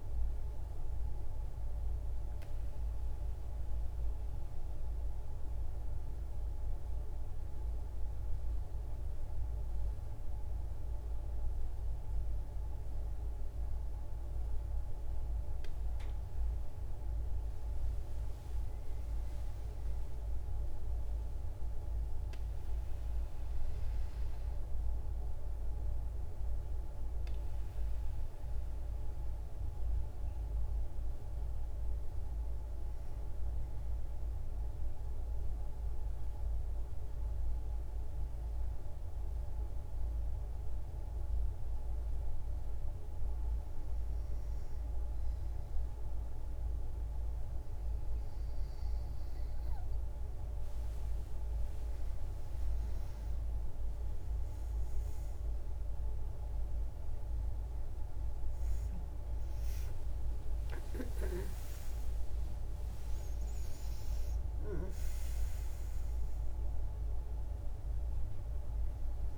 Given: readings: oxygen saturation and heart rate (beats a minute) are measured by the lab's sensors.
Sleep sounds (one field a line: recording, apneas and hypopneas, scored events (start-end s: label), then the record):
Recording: breathing in sleep, hard to hear, by a room microphone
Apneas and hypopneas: 1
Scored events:
21.00-24.50 s: arousal
27.50-50.50 s: hypopnea (oxygen 98% before, 93% lowest, heart rate 68 before, 53 extreme, up 16 after)
52.50-69.38 s: oxygen desaturation (device-marked, oxygen 97% before, 93% lowest, heart rate 55 before, 66 extreme)
57.50-63.50 s: arousal
63.50-69.38 s: new sleep stage, N1 (lightest sleep)
From the record:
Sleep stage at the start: N2 (light sleep)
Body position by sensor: on the back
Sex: female